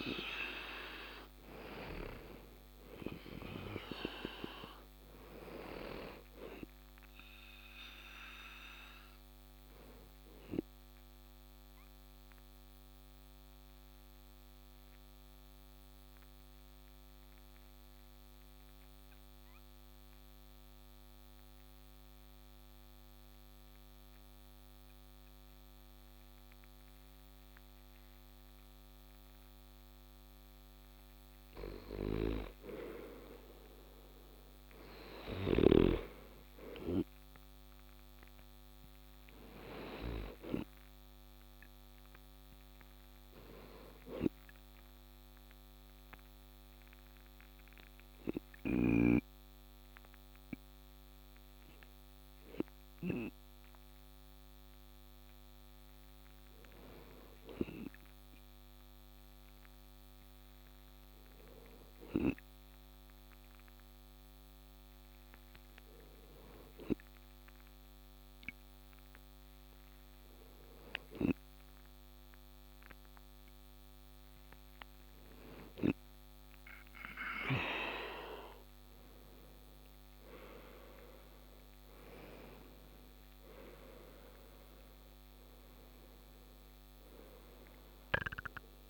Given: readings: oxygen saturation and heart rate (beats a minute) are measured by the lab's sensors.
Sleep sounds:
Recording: breathing in sleep by a microphone on the trachea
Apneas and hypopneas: 2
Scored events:
8.50-28.50 s: oxygen desaturation (device-marked, oxygen 96% before, 91% lowest)
10.50-30.00 s: mixed apnea (oxygen 97% before, 91% lowest)
32.00-35.00 s: arousal
40.50-51.50 s: oxygen desaturation (device-marked, oxygen 97% before, 93% lowest)
43.00-74.50 s: hypopnea (oxygen 97% before, 93% lowest)
79.50-83.50 s: arousal
From the record:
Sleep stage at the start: N2 (light sleep)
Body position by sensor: on the back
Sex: male

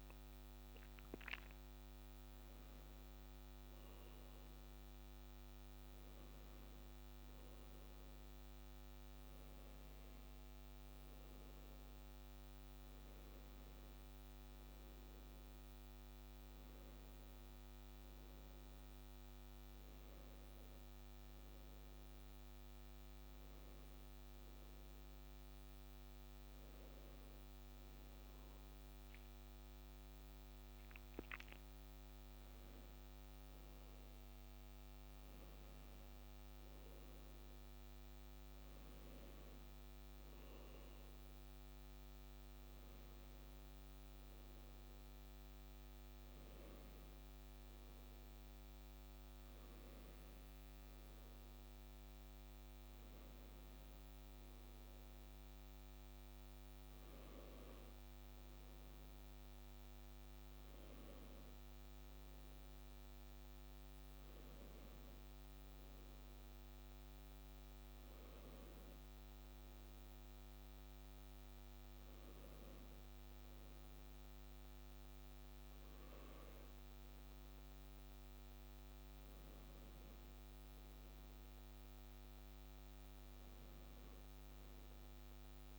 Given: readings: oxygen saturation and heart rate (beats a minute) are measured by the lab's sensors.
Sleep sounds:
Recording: a person awake in a sleep study, hard to hear, by a microphone on the trachea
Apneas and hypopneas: none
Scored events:
none scored
From the record:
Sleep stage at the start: awake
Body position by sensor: on the left side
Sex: male

